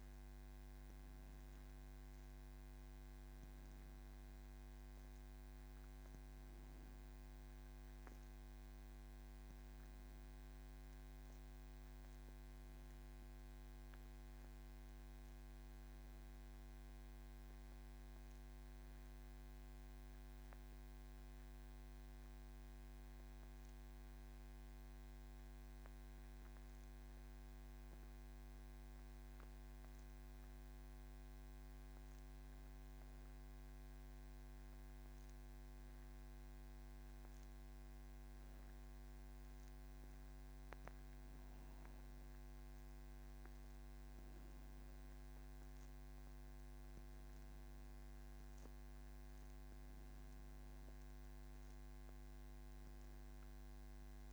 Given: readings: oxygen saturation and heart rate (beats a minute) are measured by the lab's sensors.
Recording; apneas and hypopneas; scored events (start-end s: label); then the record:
breathing in sleep, hard to hear, by a microphone on the trachea; 1
21.00-32.50 s: obstructive apnea (oxygen 94% before, 89% lowest, heart rate 57 before, 29 extreme, up 1 after)
48.00-54.33 s: oxygen desaturation (device-marked, oxygen 96% before, 89% lowest, heart rate 58 before, 29 extreme)
From the record:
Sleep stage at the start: N1 (lightest sleep); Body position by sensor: on the back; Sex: female